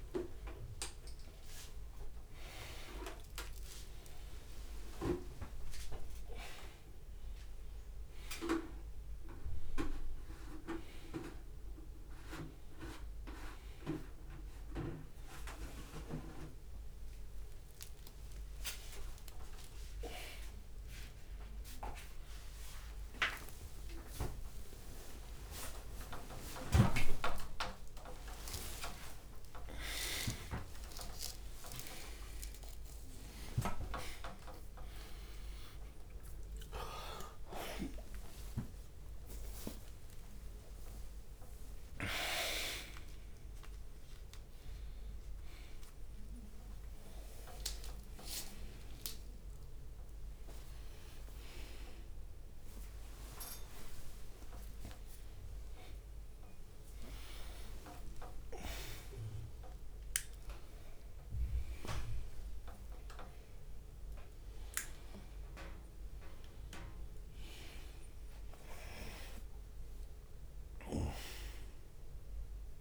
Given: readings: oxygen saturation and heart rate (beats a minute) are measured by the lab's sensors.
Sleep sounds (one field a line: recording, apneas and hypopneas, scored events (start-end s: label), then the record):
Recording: a person awake in a sleep study, by a room microphone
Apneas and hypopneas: none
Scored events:
0.00-1.50 s: long interval between heartbeats (device-marked, heart rate 74 extreme)
0.00-3.00 s: drop in pulse transit time (device-marked, heart rate 54 before, 73 extreme)
1.50-3.50 s: long interval between heartbeats (device-marked, heart rate 56 before, 73 extreme)
6.00-15.00 s: drop in pulse transit time (device-marked)
8.00-16.00 s: bradycardia (device-marked)
11.50-13.50 s: long interval between heartbeats (device-marked)
19.50-21.50 s: long interval between heartbeats (device-marked, heart rate 53 before, 67 extreme)
21.50-23.50 s: long interval between heartbeats (device-marked, heart rate 53 before, 82 extreme)
23.50-25.50 s: long interval between heartbeats (device-marked, heart rate 53 before, 86 extreme)
24.00-28.00 s: tachycardia (device-marked, heart rate 79 before, 109 extreme)
26.50-28.50 s: long interval between heartbeats (device-marked, heart rate 57 before, 98 extreme)
26.50-32.50 s: leg movement (device-marked)
27.00-28.00 s: drop in pulse transit time (device-marked, heart rate 58 before, 109 extreme)
30.00-33.00 s: drop in pulse transit time (device-marked, heart rate 64 before, 85 extreme)
31.50-33.50 s: long interval between heartbeats (device-marked, heart rate 66 before, 85 extreme)
35.00-42.50 s: leg movement (device-marked)
36.00-38.00 s: long interval between heartbeats (device-marked, heart rate 82 before, 66 extreme)
38.50-40.50 s: long interval between heartbeats (device-marked, heart rate 86 before, 79 extreme)
39.00 s: drop in pulse transit time (device-marked)
39.00-49.00 s: tachycardia (device-marked, heart rate 79 before, 159 extreme)
40.50-42.50 s: long interval between heartbeats (device-marked, heart rate 88 before, 92 extreme)
42.50-44.50 s: long interval between heartbeats (device-marked, heart rate 90 before, 113 extreme)
43.50-44.50 s: leg movement (device-marked)
46.50-49.50 s: leg movement (device-marked)
48.00-50.00 s: long interval between heartbeats (device-marked, heart rate 98 before, 159 extreme)
49.00-59.00 s: drop in pulse transit time (device-marked, heart rate 101 before, 67 extreme)
50.00-53.00 s: tachycardia (device-marked, heart rate 80 before, 159 extreme)
51.50-52.50 s: leg movement (device-marked)
53.00-55.00 s: long interval between heartbeats (device-marked, heart rate 107 before, 105 extreme)
53.50-61.00 s: leg movement (device-marked)
57.00-59.00 s: long interval between heartbeats (device-marked, heart rate 112 before, 87 extreme)
61.00-63.00 s: long interval between heartbeats (device-marked, heart rate 112 before, 78 extreme)
62.00-64.50 s: leg movement (device-marked)
64.50-66.50 s: long interval between heartbeats (device-marked, heart rate 109 before, 88 extreme)
66.50-68.50 s: long interval between heartbeats (device-marked, heart rate 105 before, 100 extreme)
67.00-72.81 s: oxygen desaturation (device-marked, oxygen 97% before, 93% lowest)
71.00-72.81 s: drop in pulse transit time (device-marked)
From the record:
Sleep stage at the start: awake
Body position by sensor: on the right side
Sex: male